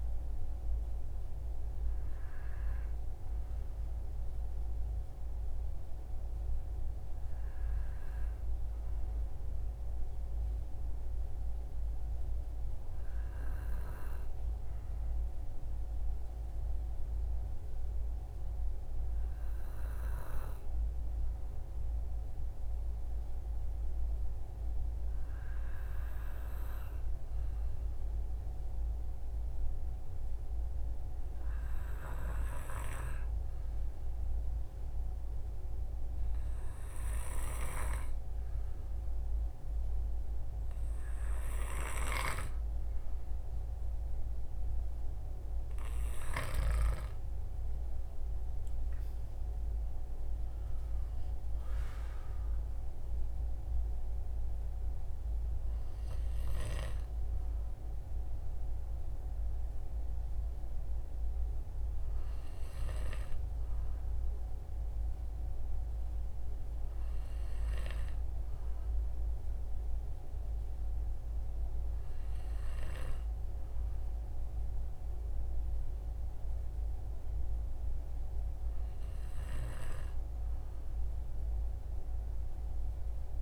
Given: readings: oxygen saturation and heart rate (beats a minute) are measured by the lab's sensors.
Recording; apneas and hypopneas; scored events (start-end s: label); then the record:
breathing in sleep by a room microphone; 1
12.50-44.50 s: obstructive apnea (oxygen 96% before, 93% lowest, heart rate 61 before, 58 extreme, up 12 after)
48.00-52.00 s: arousal
From the record:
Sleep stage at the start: N2 (light sleep); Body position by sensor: on the right side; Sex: male